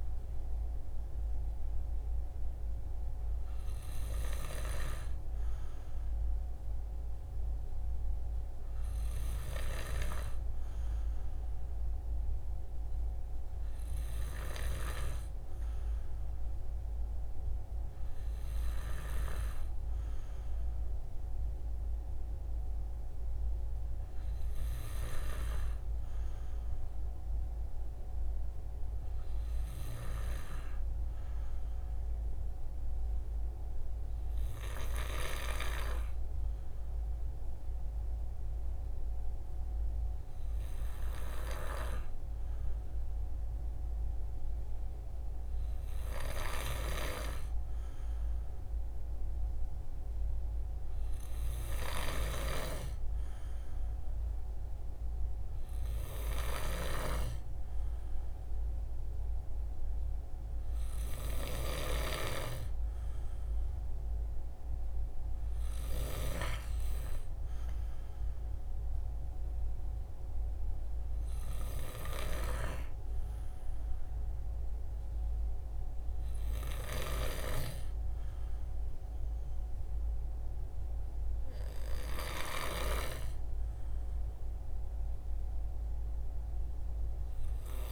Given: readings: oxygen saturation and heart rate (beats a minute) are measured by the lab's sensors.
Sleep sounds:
breathing in sleep by a room microphone; none
none scored
From the record:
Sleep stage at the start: N2 (light sleep); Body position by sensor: on the right side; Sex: male

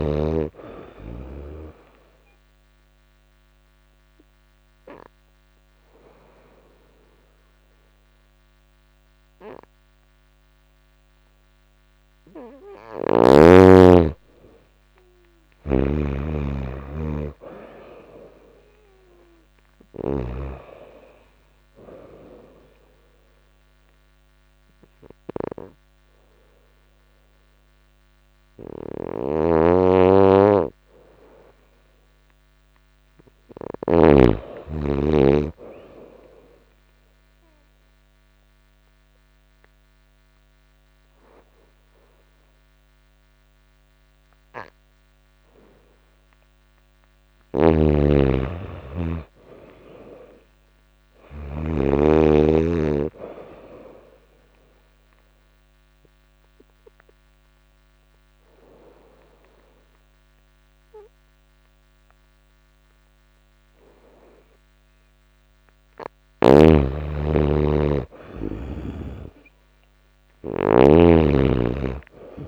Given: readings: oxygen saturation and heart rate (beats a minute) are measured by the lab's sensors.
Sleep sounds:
breathing in sleep by a microphone on the trachea; 3
1.50-12.50 s: obstructive apnea (oxygen 97% before, 91% lowest, heart rate 89 before, 86 extreme, up 5 after)
10.00-20.00 s: oxygen desaturation (device-marked, oxygen 97% before, 91% lowest, heart rate 87 before, 88 extreme)
14.50-18.00 s: arousal
14.50-19.50 s: snoring (device-marked)
28.50-33.50 s: snoring (device-marked)
30.00-42.00 s: oxygen desaturation (device-marked, oxygen 96% before, 91% lowest, heart rate 90 before, 88 extreme)
36.00-46.00 s: obstructive apnea (oxygen 96% before, 90% lowest, heart rate 90 before, 87 extreme, up 3 after)
46.50-51.00 s: snoring (device-marked)
47.00-54.00 s: oxygen desaturation (device-marked, oxygen 95% before, 92% lowest, heart rate 89 before, 87 extreme)
47.50-51.00 s: arousal
54.50-66.00 s: obstructive apnea (oxygen 95% before, 89% lowest, heart rate 89 before, 87 extreme, up 2 after)
68.50-72.48 s: arousal
70.50-72.48 s: snoring (device-marked)
From the record:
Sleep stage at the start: N2 (light sleep); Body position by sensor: on the back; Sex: female

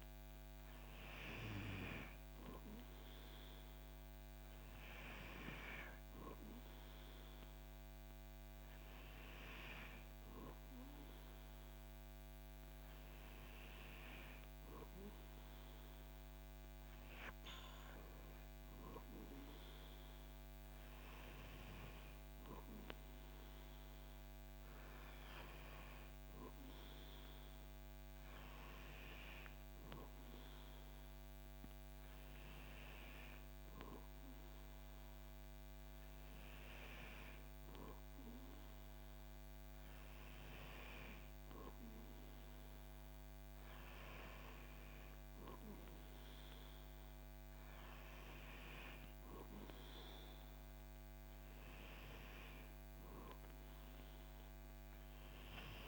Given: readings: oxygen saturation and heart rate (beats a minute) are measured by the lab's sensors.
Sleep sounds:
breathing in sleep by a microphone on the trachea; none
none scored
From the record:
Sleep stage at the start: N2 (light sleep); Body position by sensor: on the back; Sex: male

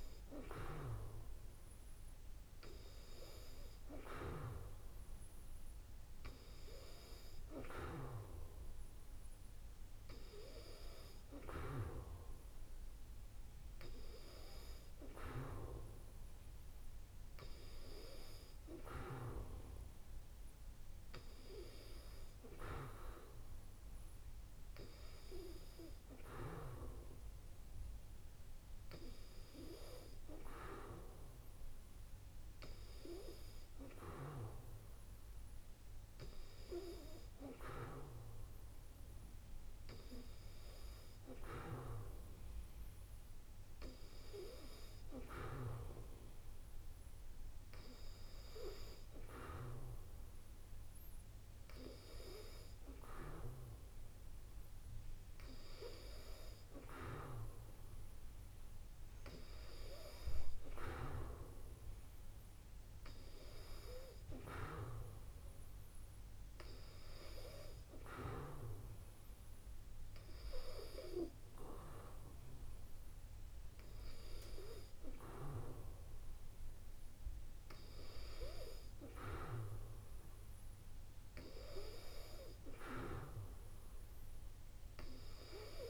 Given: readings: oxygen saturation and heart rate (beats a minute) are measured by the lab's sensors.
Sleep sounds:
breathing in sleep by a room microphone; none
none scored
From the record:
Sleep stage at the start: N2 (light sleep); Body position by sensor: on the back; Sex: female

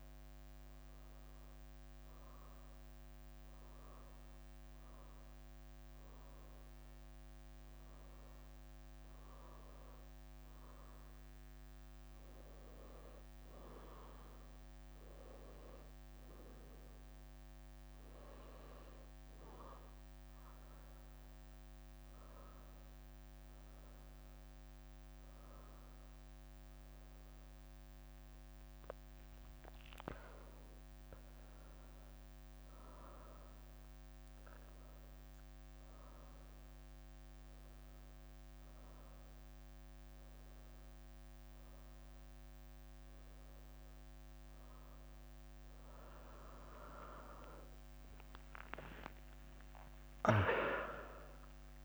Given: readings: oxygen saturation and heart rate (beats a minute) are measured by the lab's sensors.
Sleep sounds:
breathing in sleep by a microphone on the trachea; 1
1.00-2.50 s: leg movement (device-marked)
6.00-8.00 s: leg movement (device-marked)
9.00-11.00 s: leg movement (device-marked)
12.00-14.00 s: leg movement (device-marked)
21.00-51.85 s: new sleep stage, N1 (lightest sleep)
23.50-28.50 s: arousal
33.00-44.00 s: hypopnea (oxygen 95% before, 94% lowest, heart rate 74 before, 71 extreme, up 32 after)
34.50-43.50 s: leg movement (device-marked)
45.00-51.85 s: leg movement (device-marked)
46.00-51.00 s: arousal
46.00-51.85 s: tachycardia (device-marked, heart rate 73 before, 108 extreme)
49.00-51.00 s: long interval between heartbeats (device-marked, heart rate 78 before, 105 extreme)
From the record:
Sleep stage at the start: N2 (light sleep); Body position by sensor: on the right side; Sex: female

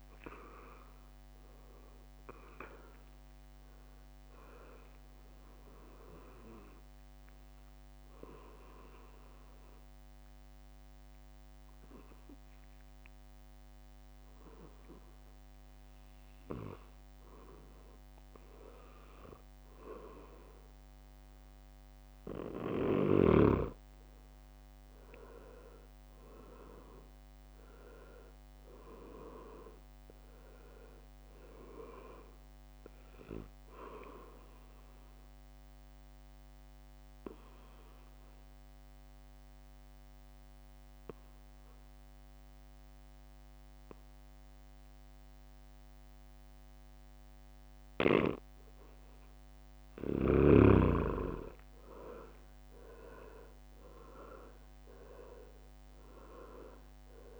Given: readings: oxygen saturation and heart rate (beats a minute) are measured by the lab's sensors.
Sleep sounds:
breathing in sleep by a microphone on the trachea; 2
0.00-6.00 s: drop in pulse transit time (device-marked, heart rate 68 extreme)
0.00-15.00 s: oxygen desaturation (device-marked, oxygen 91% lowest, heart rate 61 extreme)
5.00-15.50 s: obstructive apnea (oxygen 99% before, 91% lowest, heart rate 71 before, 62 extreme, up 7 after)
23.00-36.00 s: drop in pulse transit time (device-marked, heart rate 65 before, 65 extreme)
23.50-27.50 s: arousal
35.00-49.00 s: obstructive apnea (oxygen 100% before, 92% lowest, heart rate 67 before, 64 extreme, up 6 after)
51.00-54.50 s: arousal
53.00-57.40 s: drop in pulse transit time (device-marked, heart rate 65 before, 66 extreme)
53.50-55.50 s: leg movement (device-marked)
54.00-57.40 s: oxygen desaturation (device-marked, oxygen 98% before, 93% lowest, heart rate 65 before, 63 extreme)
From the record:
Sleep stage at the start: N2 (light sleep); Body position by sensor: on the back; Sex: male

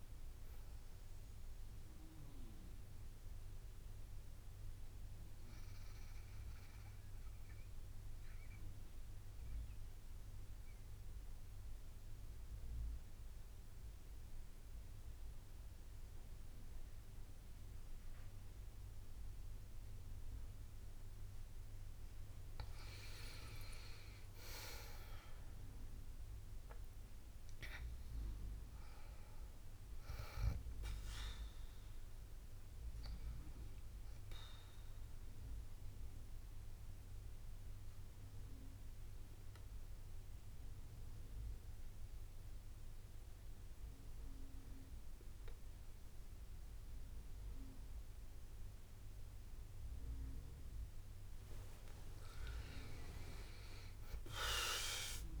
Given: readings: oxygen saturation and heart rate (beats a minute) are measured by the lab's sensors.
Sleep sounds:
breathing in sleep by a room microphone; 2
0.00-1.00 s: drop in pulse transit time (device-marked, heart rate 63 extreme)
0.00-12.00 s: oxygen desaturation (device-marked, oxygen 92% lowest, heart rate 59 extreme)
2.00-20.50 s: mixed apnea (oxygen 98% before, 92% lowest, heart rate 65 before, 59 extreme, up 6 after)
3.00-11.00 s: bradycardia (device-marked, heart rate 64 before, 59 extreme)
23.00-27.50 s: arousal
25.00-35.00 s: drop in pulse transit time (device-marked, heart rate 60 before, 61 extreme)
26.00-45.00 s: oxygen desaturation (device-marked, oxygen 98% before, 94% lowest, heart rate 60 before, 59 extreme)
33.00-40.00 s: bradycardia (device-marked, heart rate 64 before, 59 extreme)
34.50-50.50 s: mixed apnea (oxygen 98% before, 91% lowest, heart rate 62 before, 58 extreme, up 7 after)
53.00-55.40 s: arousal
53.00-55.40 s: drop in pulse transit time (device-marked, heart rate 60 before, 62 extreme)
From the record:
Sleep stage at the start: N2 (light sleep); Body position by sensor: on the back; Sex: female

